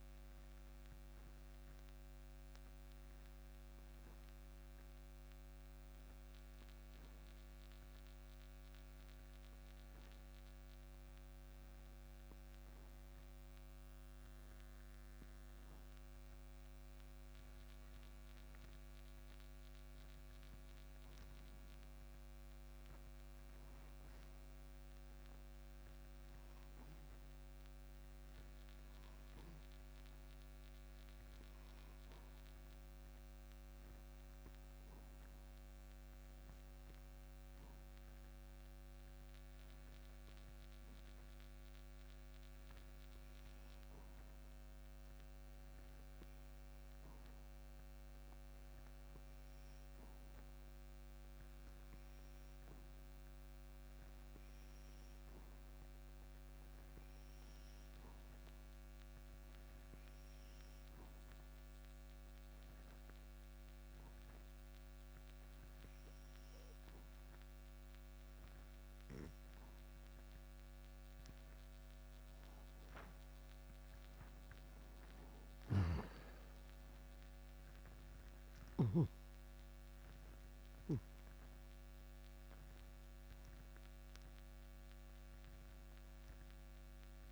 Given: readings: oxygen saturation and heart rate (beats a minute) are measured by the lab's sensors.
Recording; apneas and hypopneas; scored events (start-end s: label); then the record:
breathing in sleep, hard to hear, by a microphone on the trachea; 2
0.00-20.00 s: oxygen desaturation (device-marked, oxygen 80% lowest)
4.00-16.50 s: obstructive apnea (oxygen 94% before, 80% lowest, heart rate 153 before, 148 extreme, up 58 after)
19.50-25.00 s: arousal
32.50-70.50 s: obstructive apnea (oxygen 98% before, 84% lowest, heart rate 181 before, 150 extreme, up 10 after)
65.00-87.32 s: oxygen desaturation (device-marked, oxygen 96% before, 84% lowest)
75.00-80.50 s: arousal
From the record:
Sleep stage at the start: N2 (light sleep); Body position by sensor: on the right side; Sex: male